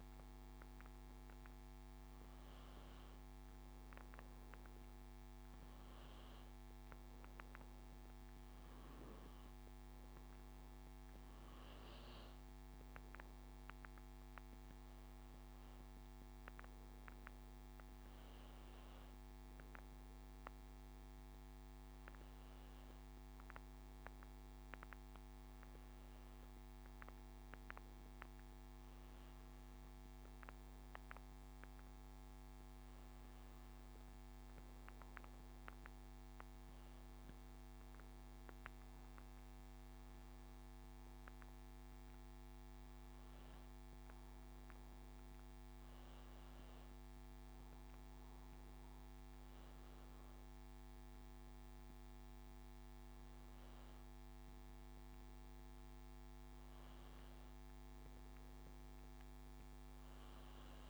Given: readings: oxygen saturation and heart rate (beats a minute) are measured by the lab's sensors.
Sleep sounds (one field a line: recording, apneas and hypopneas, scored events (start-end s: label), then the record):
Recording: breathing in sleep, hard to hear, by a microphone on the trachea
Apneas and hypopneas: none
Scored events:
48.50-52.00 s: arousal
From the record:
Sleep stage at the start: N2 (light sleep)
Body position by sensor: on the back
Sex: male